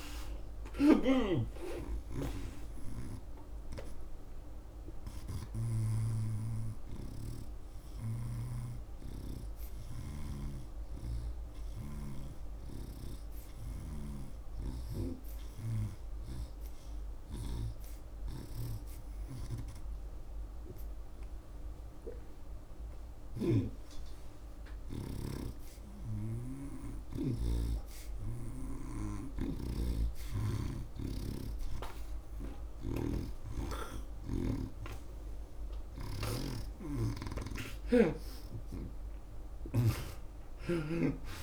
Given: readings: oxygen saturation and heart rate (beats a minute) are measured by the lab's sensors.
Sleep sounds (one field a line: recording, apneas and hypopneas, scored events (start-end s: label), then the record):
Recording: breathing in sleep by a room microphone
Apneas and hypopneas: none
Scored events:
0.00-15.00 s: snoring (device-marked)
17.00-27.50 s: snoring (device-marked)
29.50-41.43 s: snoring (device-marked)
33.00-39.00 s: arousal
33.00-41.43 s: oxygen desaturation (device-marked, oxygen 91% before, 83% lowest)
From the record:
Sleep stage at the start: N2 (light sleep)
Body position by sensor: on the right side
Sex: male